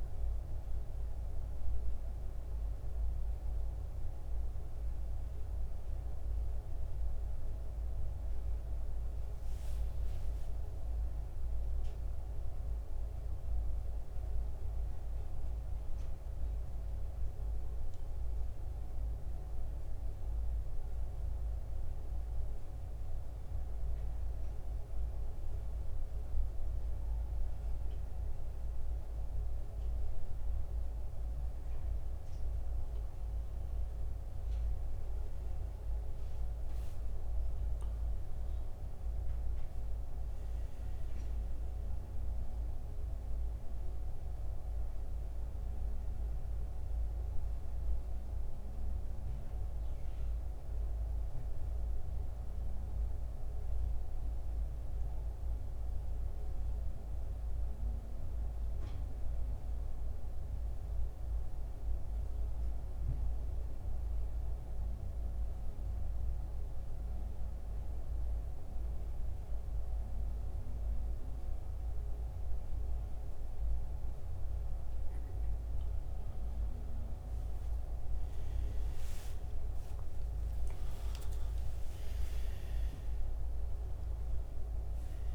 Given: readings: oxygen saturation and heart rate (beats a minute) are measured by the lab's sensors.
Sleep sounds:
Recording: breathing in sleep, hard to hear, by a room microphone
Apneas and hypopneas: 2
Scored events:
7.00-12.00 s: arousal
18.50-32.50 s: obstructive apnea (oxygen 97% before, 89% lowest, heart rate 73 before, 68 extreme, up 11 after)
20.50-35.50 s: oxygen desaturation (device-marked, oxygen 96% before, 92% lowest, heart rate 73 before, 69 extreme)
34.00-39.00 s: arousal
40.50-64.50 s: oxygen desaturation (device-marked, oxygen 94% before, 89% lowest, heart rate 72 before, 65 extreme)
56.50-75.00 s: central apnea (oxygen 94% before, 87% lowest, heart rate 77 before, 65 extreme, up 18 after)
65.50-85.35 s: new sleep stage, N2 (light sleep)
79.00-83.50 s: arousal
From the record:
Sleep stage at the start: REM sleep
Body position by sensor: on the back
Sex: male

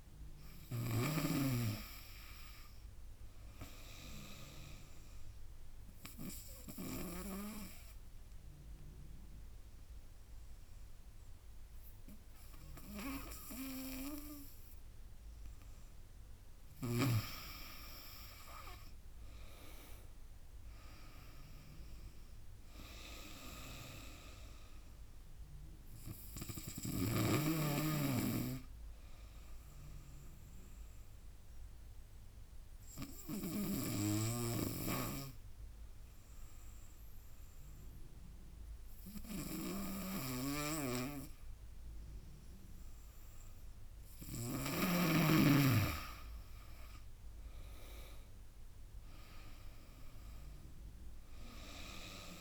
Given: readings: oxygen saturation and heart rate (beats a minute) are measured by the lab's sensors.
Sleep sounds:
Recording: breathing in sleep by a room microphone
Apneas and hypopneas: 2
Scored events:
0.00-1.00 s: snoring (device-marked)
0.00-7.00 s: drop in pulse transit time (device-marked, heart rate 79 extreme)
0.00-17.00 s: oxygen desaturation (device-marked, oxygen 97% before, 94% lowest, heart rate 75 before, 72 extreme)
4.00-15.50 s: obstructive apnea (oxygen 97% before, 92% lowest, heart rate 76 before, 72 extreme, up 9 after)
18.00-22.00 s: arousal
18.00-29.00 s: drop in pulse transit time (device-marked, heart rate 81 before, 76 extreme)
30.50-44.00 s: obstructive apnea (oxygen 97% before, 92% lowest, heart rate 80 before, 71 extreme, up 13 after)
34.50-45.00 s: snoring (device-marked)
44.50-49.00 s: arousal
46.00-52.41 s: drop in pulse transit time (device-marked, heart rate 75 before, 74 extreme)
50.00-52.41 s: oxygen desaturation (device-marked, oxygen 97% before, 92% lowest, heart rate 75 before, 71 extreme)
From the record:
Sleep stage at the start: N2 (light sleep)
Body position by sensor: on the right side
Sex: female

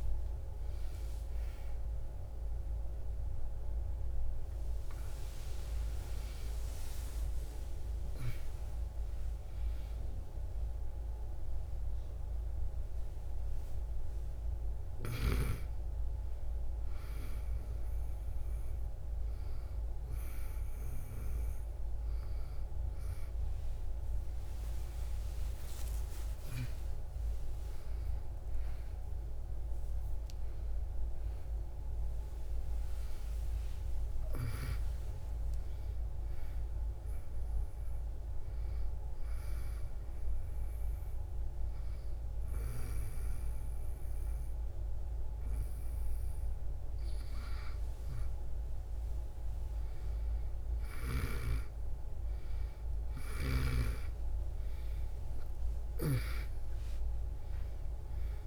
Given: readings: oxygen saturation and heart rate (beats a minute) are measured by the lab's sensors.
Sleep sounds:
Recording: a person awake in a sleep study, by a room microphone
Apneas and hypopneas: none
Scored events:
51.00-58.47 s: new sleep stage, N1 (lightest sleep)
From the record:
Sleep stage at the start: awake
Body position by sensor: on the back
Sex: female

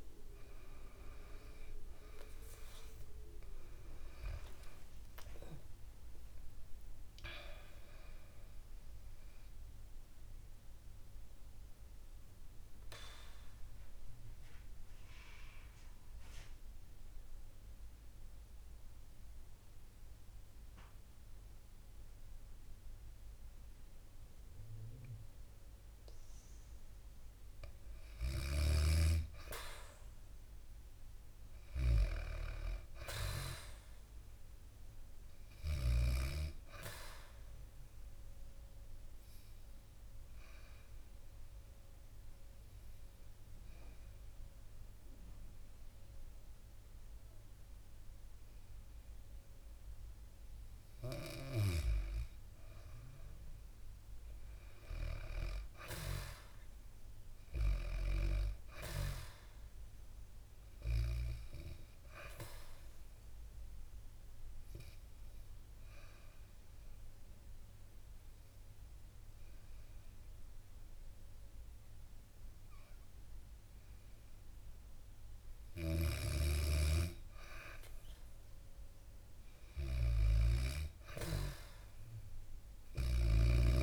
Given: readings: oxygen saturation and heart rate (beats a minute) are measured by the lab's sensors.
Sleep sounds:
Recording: breathing in sleep by a room microphone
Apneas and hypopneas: 3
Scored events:
0.00-5.00 s: arousal
1.00-23.00 s: oxygen desaturation (device-marked, oxygen 97% before, 92% lowest, heart rate 64 before, 57 extreme)
11.00-16.00 s: bradycardia (device-marked, heart rate 66 before, 57 extreme)
13.00-27.00 s: mixed apnea (oxygen 97% before, 92% lowest, heart rate 67 before, 57 extreme, up 2 after)
23.00-29.00 s: bradycardia (device-marked, heart rate 66 before, 59 extreme)
29.50-33.50 s: arousal
34.00-49.00 s: oxygen desaturation (device-marked, oxygen 99% before, 95% lowest, heart rate 59 before, 61 extreme)
40.50-52.50 s: obstructive apnea (oxygen 99% before, 94% lowest, heart rate 61 before, 61 extreme, up 2 after)
54.00-58.00 s: arousal
63.00-76.00 s: hypopnea (oxygen 98% before, 93% lowest, heart rate 62 before, 61 extreme, up 5 after)
78.50-82.50 s: arousal
82.00-83.83 s: oxygen desaturation (device-marked, oxygen 97% before, 94% lowest, heart rate 62 before, 61 extreme)
From the record:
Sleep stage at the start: N2 (light sleep)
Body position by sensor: on the back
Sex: female

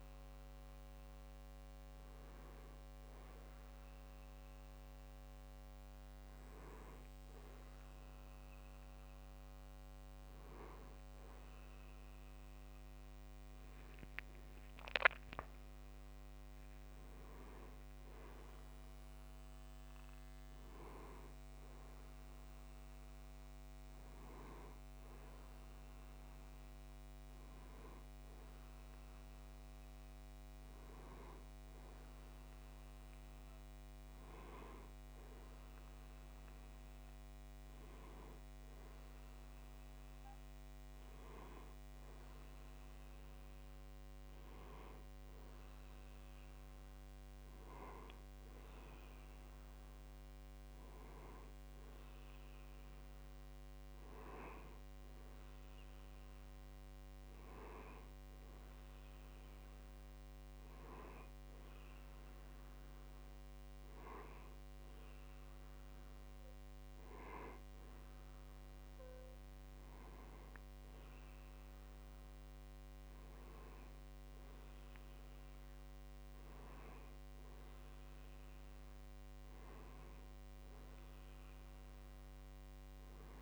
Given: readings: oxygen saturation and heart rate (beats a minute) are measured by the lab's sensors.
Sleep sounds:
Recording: a person partly awake in a sleep study, by a microphone on the trachea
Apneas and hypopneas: none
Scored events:
17.00-77.00 s: new sleep stage, N1 (lightest sleep)
77.00-83.42 s: new sleep stage, N2 (light sleep)
From the record:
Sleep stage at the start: awake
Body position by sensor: on the back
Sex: male

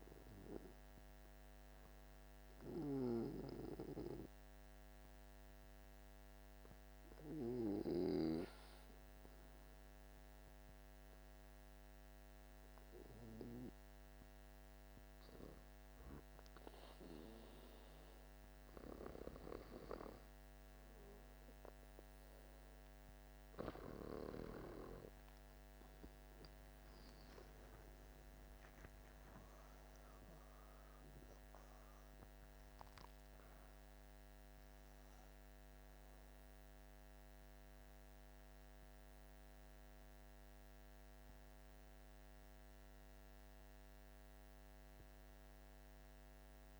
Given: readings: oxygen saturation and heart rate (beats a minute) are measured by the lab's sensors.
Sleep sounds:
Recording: breathing in sleep by a microphone on the trachea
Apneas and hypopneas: 1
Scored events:
0.00-11.00 s: oxygen desaturation (device-marked, oxygen 88% lowest, heart rate 49 extreme)
6.50-18.00 s: hypopnea (oxygen 97% before, 92% lowest, heart rate 55 before, 50 extreme, up 4 after)
24.50-29.00 s: arousal
From the record:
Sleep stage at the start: N2 (light sleep)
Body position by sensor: on the back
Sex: male

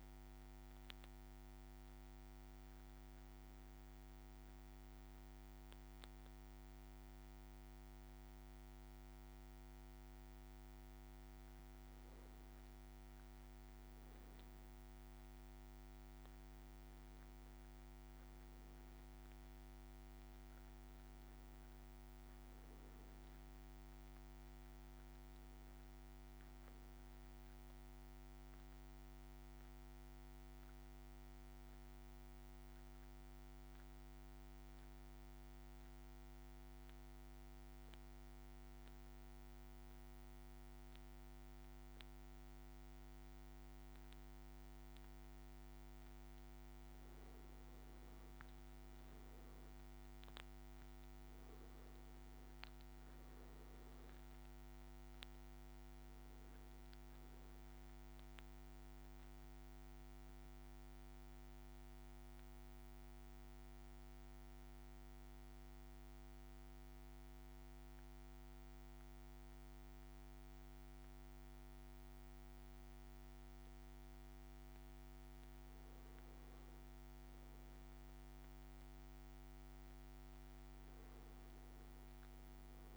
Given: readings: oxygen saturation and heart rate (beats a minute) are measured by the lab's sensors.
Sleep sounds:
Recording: breathing in sleep, hard to hear, by a microphone on the trachea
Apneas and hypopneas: 2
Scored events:
28.00-46.00 s: central apnea (oxygen 99% before, 94% lowest, heart rate 59 before, 58 extreme, up 2 after)
48.50-52.00 s: arousal
48.50-73.50 s: oxygen desaturation (device-marked, oxygen 99% before, 94% lowest, heart rate 58 before, 58 extreme)
58.50-75.00 s: central apnea (oxygen 99% before, 94% lowest, heart rate 59 before, 58 extreme, up 1 after)
75.50-80.50 s: arousal
From the record:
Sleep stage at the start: N2 (light sleep)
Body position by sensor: on the back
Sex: male

